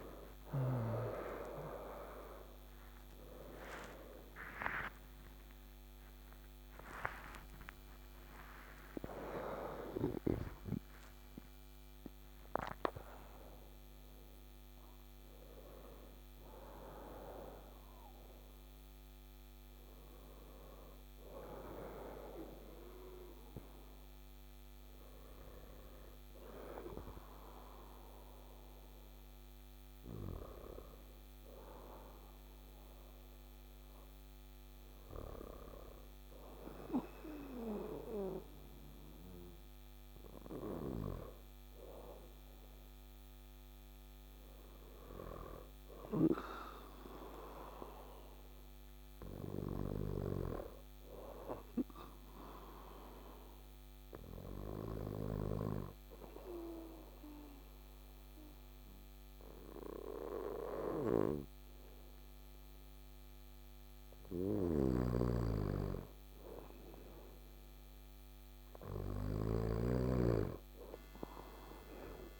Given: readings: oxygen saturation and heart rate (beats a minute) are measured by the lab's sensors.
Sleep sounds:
a person partly awake in a sleep study, by a microphone on the trachea; 1
22.50-72.39 s: new sleep stage, N2 (light sleep)
51.00-62.50 s: obstructive apnea (oxygen 100% before, 95% lowest, heart rate 56 before, 56 extreme, up 3 after)
64.00-72.39 s: snoring (device-marked)
65.50-69.50 s: arousal
From the record:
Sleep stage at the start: awake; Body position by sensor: on the back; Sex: male

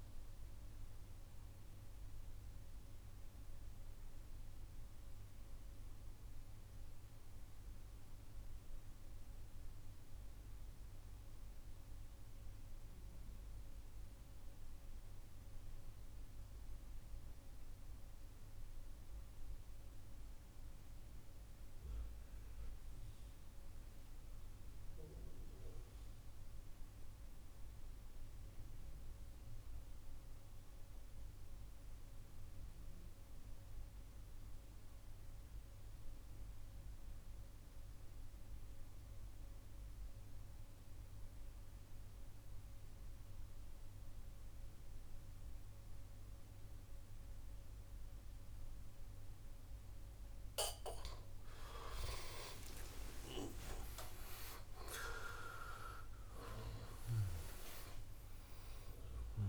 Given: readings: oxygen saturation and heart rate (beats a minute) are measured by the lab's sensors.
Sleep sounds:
breathing in sleep by a room microphone; 1
0.00-13.00 s: oxygen desaturation (device-marked, oxygen 89% lowest, heart rate 47 extreme)
0.50-50.00 s: mixed apnea (oxygen 98% before, 82% lowest, heart rate 58 before, 57 extreme, up 38 after)
33.00-59.49 s: oxygen desaturation (device-marked, oxygen 97% before, 82% lowest, heart rate 73 before, 58 extreme)
52.00-58.00 s: arousal
From the record:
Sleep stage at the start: N2 (light sleep); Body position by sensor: on the right side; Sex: male

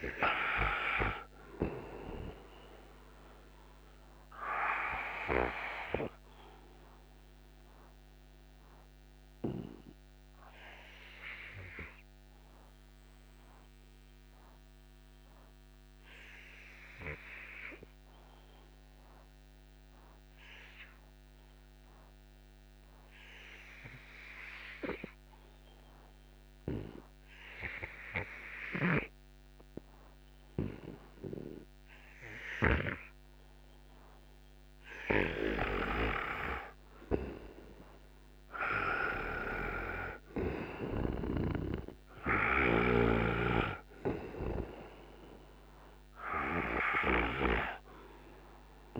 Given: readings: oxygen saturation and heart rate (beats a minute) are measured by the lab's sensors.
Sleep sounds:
breathing in sleep by a microphone on the trachea; 1
0.00-24.00 s: oxygen desaturation (device-marked, oxygen 82% lowest, heart rate 59 extreme)
3.50-34.50 s: obstructive apnea (oxygen 89% before, 82% lowest, heart rate 67 before, 59 extreme, up 8 after)
33.00-49.00 s: oxygen desaturation (device-marked, oxygen 97% before, 83% lowest, heart rate 73 before, 58 extreme)
36.50-41.00 s: arousal
41.00-47.50 s: snoring (device-marked)
From the record:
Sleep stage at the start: N2 (light sleep); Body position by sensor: on the right side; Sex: male

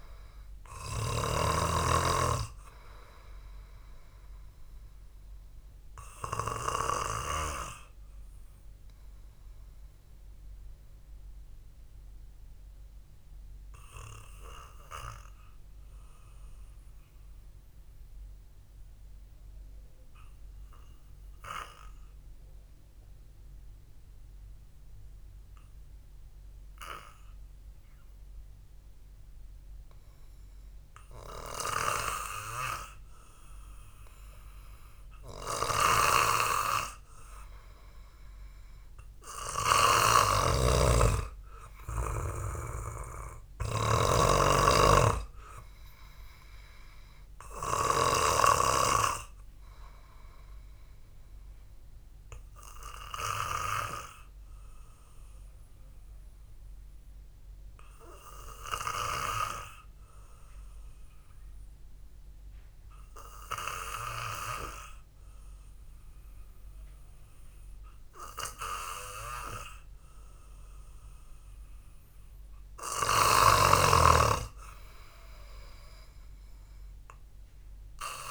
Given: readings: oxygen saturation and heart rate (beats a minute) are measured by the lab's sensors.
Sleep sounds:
breathing in sleep by a room microphone; 2
9.50-31.50 s: mixed apnea (oxygen 98% before, 93% lowest, heart rate 60 before, 56 extreme)
18.50-26.50 s: oxygen desaturation (device-marked, oxygen 96% before, 93% lowest, heart rate 61 before, 56 extreme)
34.00-37.50 s: arousal
37.50-45.50 s: oxygen desaturation (device-marked, oxygen 99% before, 94% lowest, heart rate 66 before, 59 extreme)
40.50-49.00 s: snoring (device-marked)
50.50-72.50 s: hypopnea (oxygen 99% before, 92% lowest, heart rate 61 before, 56 extreme, up 1 after)
73.50-77.00 s: arousal
From the record:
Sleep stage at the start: N2 (light sleep); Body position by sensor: on the back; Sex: male

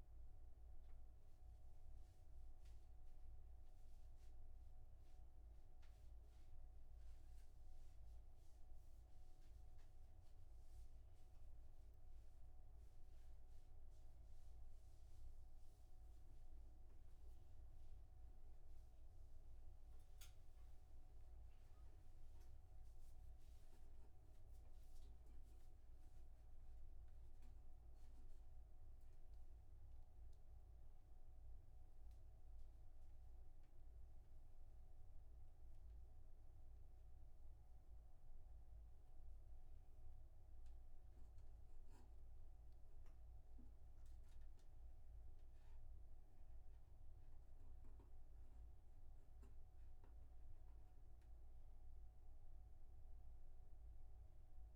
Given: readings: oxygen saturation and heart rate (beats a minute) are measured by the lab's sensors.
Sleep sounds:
a person awake in a sleep study, hard to hear, by a room microphone; none
10.50-23.50 s: oxygen desaturation (device-marked, oxygen 99% before, 96% lowest, heart rate 55 before, 49 extreme)
From the record:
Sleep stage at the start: awake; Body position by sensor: upright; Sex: male

